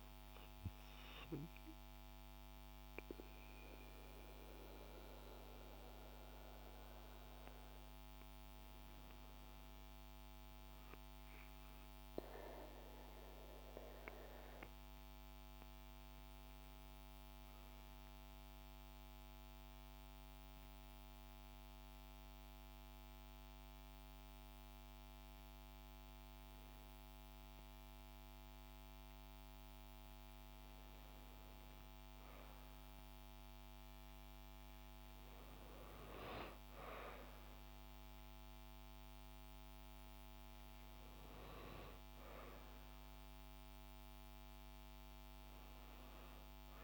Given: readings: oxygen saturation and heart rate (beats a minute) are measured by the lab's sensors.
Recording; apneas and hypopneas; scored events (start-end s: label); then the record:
breathing in sleep by a microphone on the trachea; 1
18.00-29.00 s: hypopnea (oxygen 96% before, 92% lowest, heart rate 59 before, 53 extreme, up 4 after)
30.50-34.50 s: arousal
From the record:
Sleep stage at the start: N2 (light sleep); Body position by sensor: on the back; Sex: female